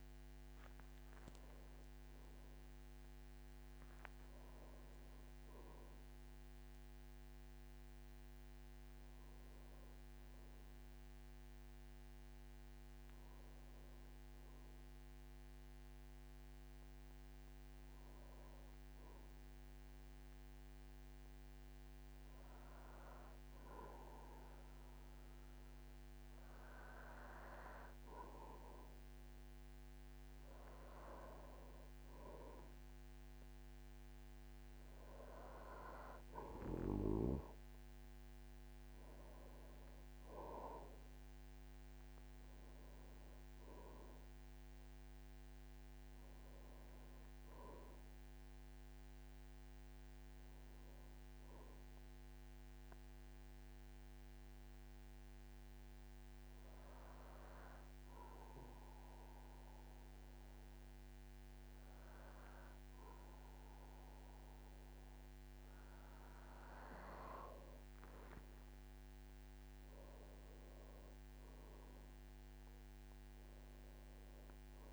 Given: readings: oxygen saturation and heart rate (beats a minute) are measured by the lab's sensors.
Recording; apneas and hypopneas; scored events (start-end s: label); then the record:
breathing in sleep by a microphone on the trachea; 2
13.50-29.50 s: hypopnea (oxygen 96% before, 92% lowest, heart rate 58 before, 49 extreme, up 9 after)
24.50-74.93 s: new sleep stage, N2 (light sleep)
38.50-43.00 s: arousal
52.50-65.50 s: obstructive apnea (oxygen 96% before, 89% lowest, heart rate 56 before, 47 extreme, up 10 after)
69.00-73.50 s: arousal
72.50-74.93 s: oxygen desaturation (device-marked, oxygen 96% before, 92% lowest, heart rate 53 before, 47 extreme)
From the record:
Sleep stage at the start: N1 (lightest sleep); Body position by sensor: on the back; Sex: male